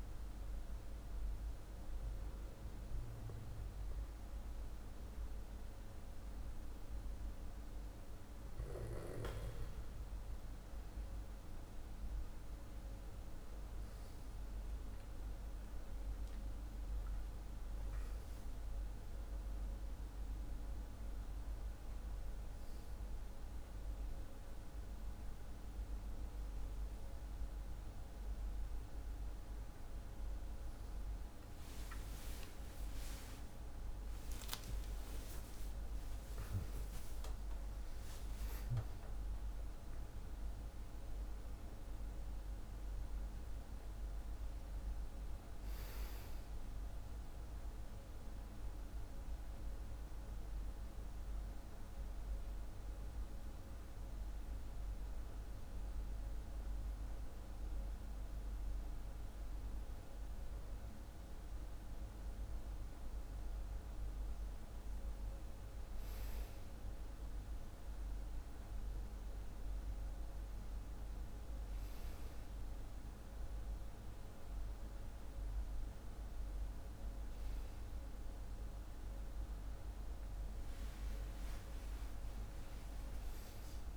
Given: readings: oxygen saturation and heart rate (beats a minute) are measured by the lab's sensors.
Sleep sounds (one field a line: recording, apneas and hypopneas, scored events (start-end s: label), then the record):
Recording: breathing in sleep, hard to hear, by a room microphone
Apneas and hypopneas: 1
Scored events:
15.00-19.50 s: arousal
27.50-83.97 s: new sleep stage, N1 (lightest sleep)
32.50-38.00 s: arousal
48.00-58.50 s: central apnea (oxygen 97% before, 96% lowest, heart rate 73 before, 46 extreme, up 3 after)
61.00-64.50 s: arousal
From the record:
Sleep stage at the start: N2 (light sleep)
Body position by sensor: on the back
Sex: male